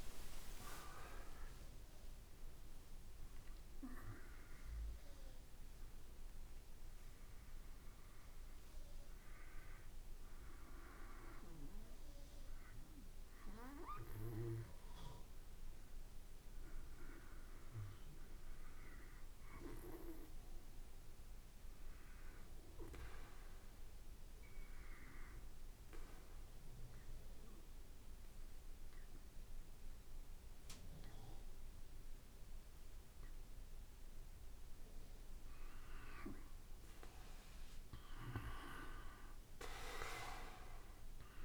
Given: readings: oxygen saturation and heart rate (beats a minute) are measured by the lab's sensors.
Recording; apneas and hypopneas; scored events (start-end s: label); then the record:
breathing in sleep by a room microphone; 1
0.00-1.00 s: long interval between heartbeats (device-marked, heart rate 134 extreme)
0.00-5.00 s: drop in pulse transit time (device-marked, heart rate 87 extreme)
22.00-41.45 s: new sleep stage, N2 (light sleep)
26.00-36.00 s: obstructive apnea (oxygen 96% before, 89% lowest, heart rate 60 before, 55 extreme, up 2 after)
39.50-41.45 s: arousal
From the record:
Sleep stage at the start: N1 (lightest sleep); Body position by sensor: on the back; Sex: male